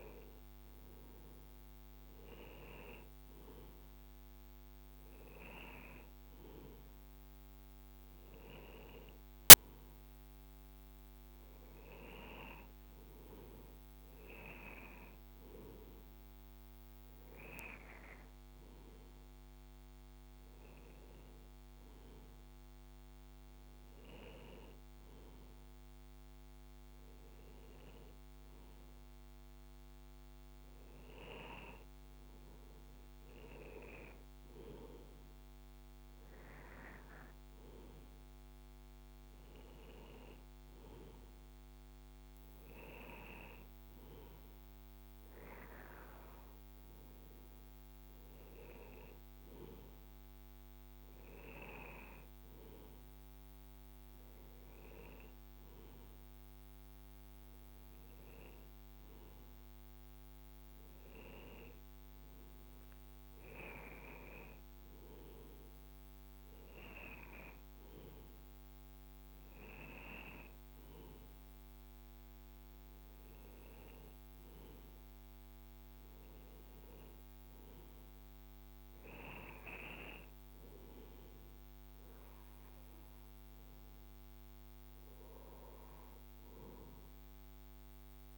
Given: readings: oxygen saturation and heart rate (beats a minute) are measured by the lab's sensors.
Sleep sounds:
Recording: breathing in sleep by a microphone on the trachea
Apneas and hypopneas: none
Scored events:
none scored
From the record:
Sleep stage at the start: N2 (light sleep)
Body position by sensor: on the right side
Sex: male

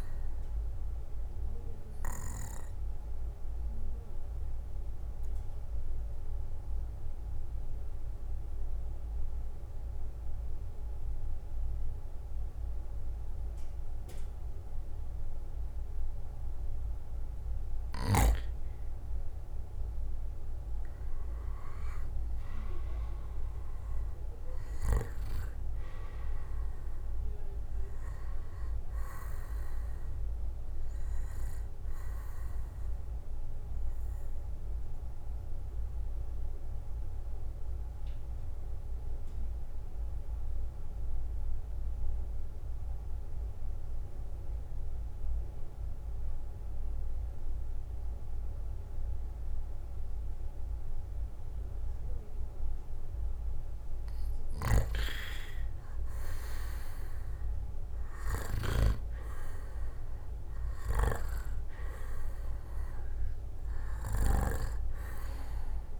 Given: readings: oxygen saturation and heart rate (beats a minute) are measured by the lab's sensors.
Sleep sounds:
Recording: breathing in sleep by a room microphone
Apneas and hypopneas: 2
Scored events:
0.00-13.50 s: oxygen desaturation (device-marked, oxygen 90% lowest, heart rate 56 extreme)
2.50-18.00 s: obstructive apnea (oxygen 98% before, 88% lowest, heart rate 67 before, 55 extreme, up 13 after)
21.00-24.00 s: arousal
25.50-41.50 s: oxygen desaturation (device-marked, oxygen 97% before, 92% lowest, heart rate 60 before, 55 extreme)
33.00-53.50 s: mixed apnea (oxygen 97% before, 88% lowest, heart rate 64 before, 54 extreme, up 11 after)
55.50-66.00 s: oxygen desaturation (device-marked, oxygen 97% before, 88% lowest, heart rate 58 before, 54 extreme)
56.50-59.00 s: arousal
From the record:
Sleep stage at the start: N2 (light sleep)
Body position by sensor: on the back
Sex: male

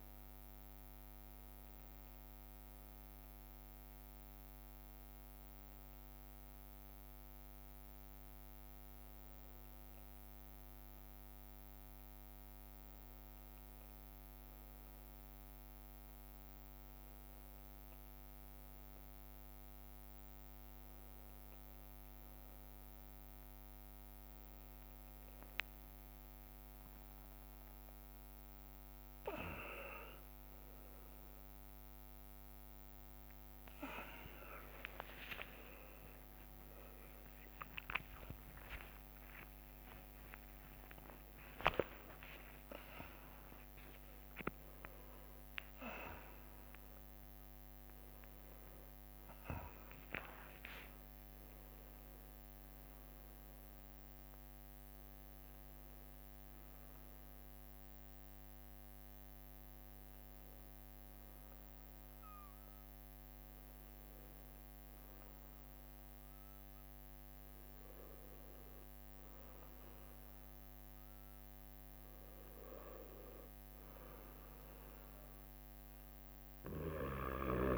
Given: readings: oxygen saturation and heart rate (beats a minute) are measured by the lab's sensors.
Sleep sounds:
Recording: a person awake in a sleep study, by a microphone on the trachea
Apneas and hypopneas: none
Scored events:
1.00-26.00 s: drop in pulse transit time (device-marked, heart rate 65 before, 66 extreme)
5.50-11.00 s: leg movement (device-marked)
19.50-24.00 s: leg movement (device-marked)
25.00-28.00 s: leg movement (device-marked)
27.50-29.50 s: long interval between heartbeats (device-marked, heart rate 68 before, 79 extreme)
34.50-36.50 s: long interval between heartbeats (device-marked, heart rate 72 before, 78 extreme)
36.00-43.00 s: tachycardia (device-marked, heart rate 68 before, 150 extreme)
38.00-47.00 s: drop in pulse transit time (device-marked, heart rate 75 before, 98 extreme)
39.00-41.00 s: long interval between heartbeats (device-marked, heart rate 76 before, 113 extreme)
41.00-43.00 s: long interval between heartbeats (device-marked, heart rate 81 before, 132 extreme)
63.00-75.00 s: drop in pulse transit time (device-marked, heart rate 81 before, 62 extreme)
From the record:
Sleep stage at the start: awake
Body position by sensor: on the back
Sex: male

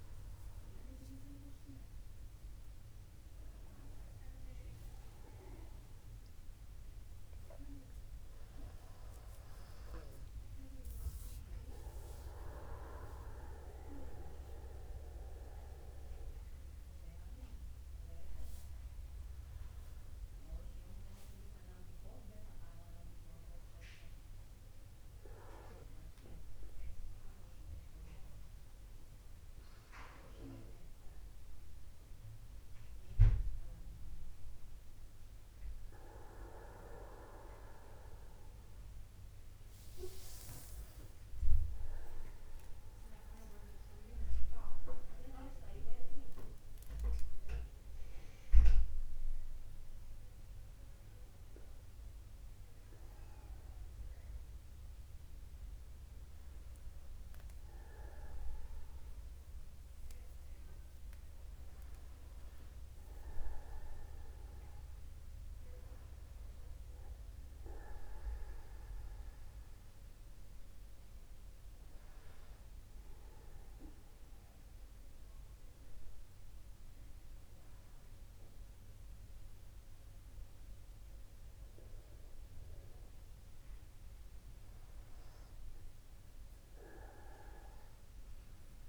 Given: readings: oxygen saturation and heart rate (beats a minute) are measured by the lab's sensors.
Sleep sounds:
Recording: a person awake in a sleep study, by a room microphone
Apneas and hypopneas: none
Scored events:
7.50-9.50 s: long interval between heartbeats (device-marked, heart rate 57 before, 61 extreme)
From the record:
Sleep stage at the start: awake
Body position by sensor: upright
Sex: male

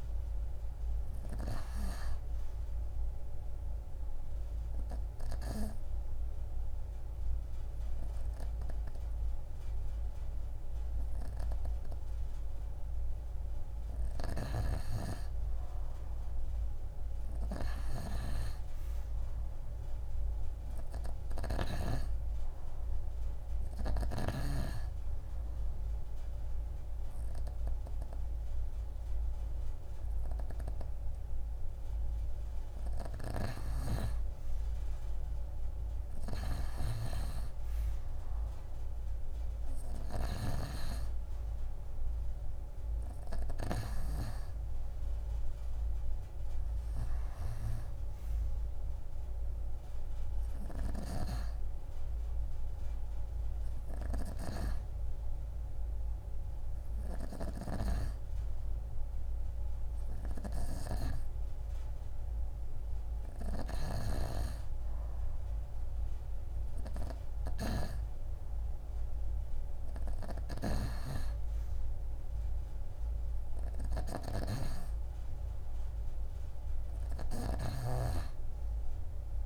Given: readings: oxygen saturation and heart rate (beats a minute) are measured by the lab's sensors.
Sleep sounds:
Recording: breathing in sleep by a room microphone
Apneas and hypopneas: 1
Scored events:
0.00-14.50 s: oxygen desaturation (device-marked, oxygen 86% lowest)
4.00-14.50 s: obstructive apnea (oxygen 94% before, 86% lowest)
17.00-20.50 s: arousal
25.50-35.50 s: oxygen desaturation (device-marked, oxygen 97% before, 90% lowest)
45.50-63.50 s: oxygen desaturation (device-marked, oxygen 93% before, 88% lowest)
77.50-79.46 s: snoring (device-marked)
From the record:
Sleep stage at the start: N2 (light sleep)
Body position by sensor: on the right side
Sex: female

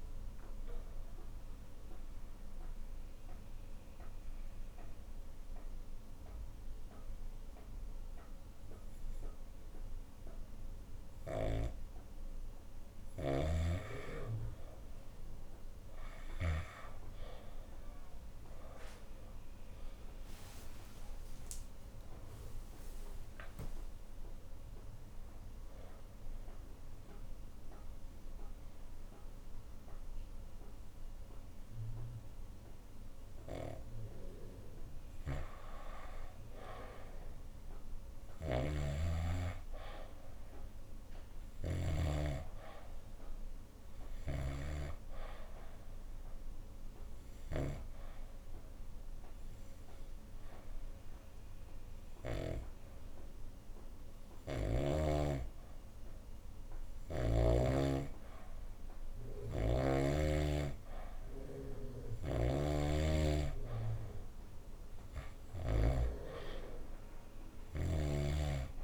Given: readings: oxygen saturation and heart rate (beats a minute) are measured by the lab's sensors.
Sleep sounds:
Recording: breathing in sleep by a room microphone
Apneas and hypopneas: 3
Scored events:
1.00-13.50 s: obstructive apnea (oxygen 93% before, 90% lowest, heart rate 77 before, 59 extreme, up 14 after)
13.00-16.50 s: snoring (device-marked)
19.50-25.00 s: arousal
21.50-36.50 s: oxygen desaturation (device-marked, oxygen 98% before, 94% lowest, heart rate 74 before, 59 extreme)
26.50-36.50 s: obstructive apnea (oxygen 98% before, 92% lowest, heart rate 75 before, 59 extreme, up 11 after)
38.00-41.50 s: arousal
38.00-47.50 s: snoring (device-marked)
44.50-52.50 s: oxygen desaturation (device-marked, oxygen 98% before, 94% lowest, heart rate 69 before, 72 extreme)
46.50-56.50 s: hypopnea (oxygen 98% before, 91% lowest, heart rate 67 before, 72 extreme, up 1 after)
58.50-62.00 s: arousal
62.00-66.00 s: snoring (device-marked)
From the record:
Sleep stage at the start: N2 (light sleep)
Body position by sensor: on the back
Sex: female

